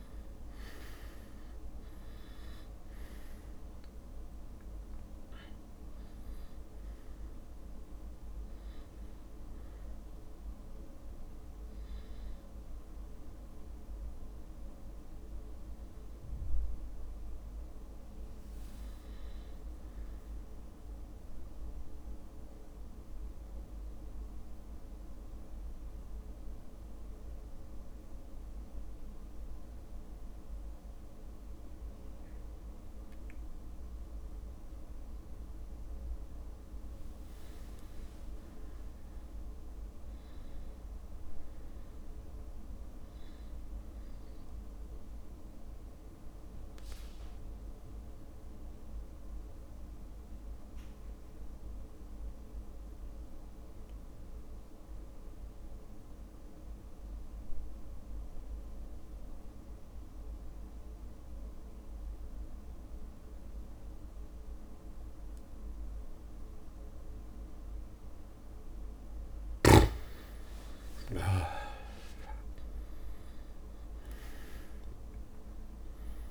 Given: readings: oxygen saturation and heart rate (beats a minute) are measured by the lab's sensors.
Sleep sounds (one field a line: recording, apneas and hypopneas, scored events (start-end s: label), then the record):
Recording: breathing in sleep, hard to hear, by a room microphone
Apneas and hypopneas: 2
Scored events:
0.00-30.00 s: oxygen desaturation (device-marked, oxygen 89% lowest)
22.00-37.00 s: mixed apnea (oxygen 98% before, 91% lowest)
38.50-40.50 s: long interval between heartbeats (device-marked)
38.50-41.50 s: arousal
45.50-68.50 s: mixed apnea (oxygen 100% before, 91% lowest)
71.00-75.00 s: arousal
75.00-76.31 s: oxygen desaturation (device-marked, oxygen 98% before, 91% lowest)
From the record:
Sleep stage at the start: N2 (light sleep)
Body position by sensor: on the back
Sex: male